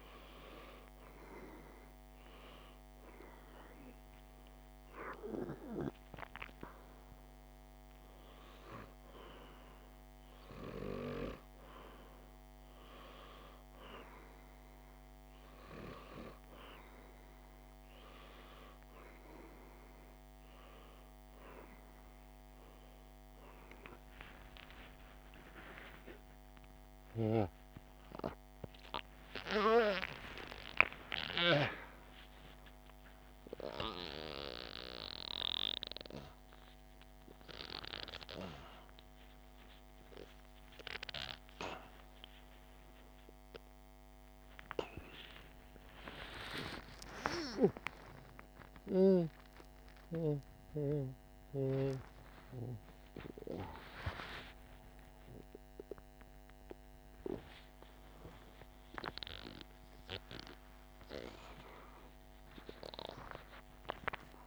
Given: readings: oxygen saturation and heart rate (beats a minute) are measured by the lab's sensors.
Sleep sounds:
a person awake in a sleep study, by a microphone on the trachea; none
7.50-12.50 s: oxygen desaturation (device-marked, oxygen 98% before, 95% lowest, heart rate 47 before, 47 extreme)
9.50-64.47 s: new sleep stage, awake
56.50-64.47 s: oxygen desaturation (device-marked, oxygen 96% before, 83% lowest, heart rate 124 before, 45 extreme)
From the record:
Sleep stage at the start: N2 (light sleep); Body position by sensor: on the back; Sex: male

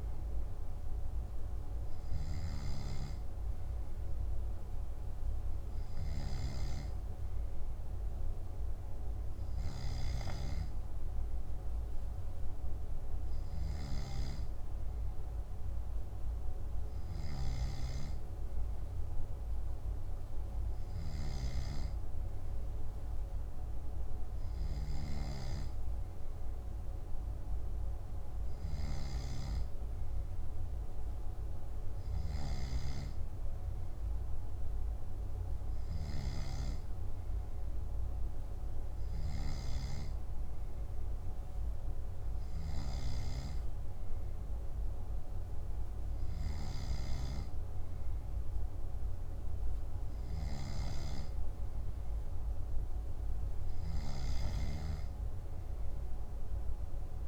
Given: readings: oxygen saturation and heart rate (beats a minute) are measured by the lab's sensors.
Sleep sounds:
breathing in sleep by a room microphone; none
none scored
From the record:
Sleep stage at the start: N2 (light sleep); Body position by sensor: on the back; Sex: male

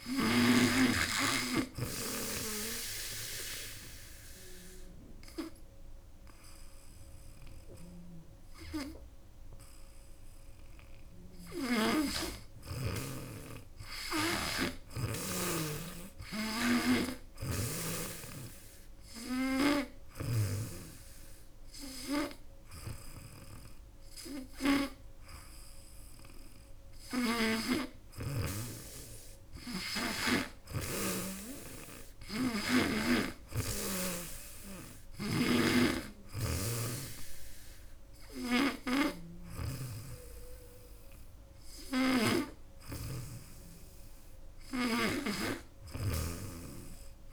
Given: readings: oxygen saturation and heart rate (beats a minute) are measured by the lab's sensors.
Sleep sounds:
breathing in sleep by a room microphone; none
11.50-15.00 s: snoring (device-marked)
34.50-39.50 s: snoring (device-marked)
41.50-45.00 s: snoring (device-marked)
From the record:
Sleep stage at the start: N3 (deep sleep); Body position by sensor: on the back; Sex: female

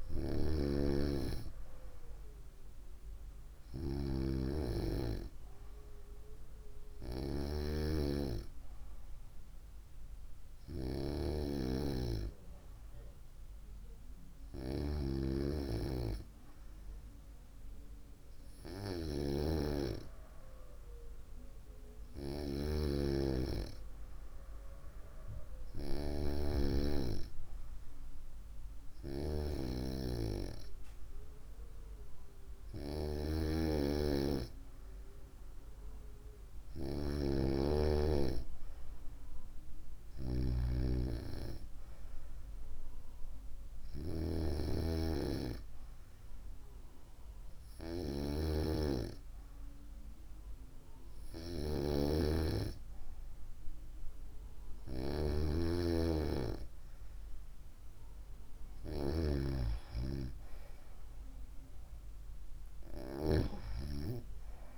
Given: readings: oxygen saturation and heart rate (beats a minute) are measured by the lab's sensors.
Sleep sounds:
breathing in sleep by a room microphone; none
none scored
From the record:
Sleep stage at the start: N2 (light sleep); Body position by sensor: on the right side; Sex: female

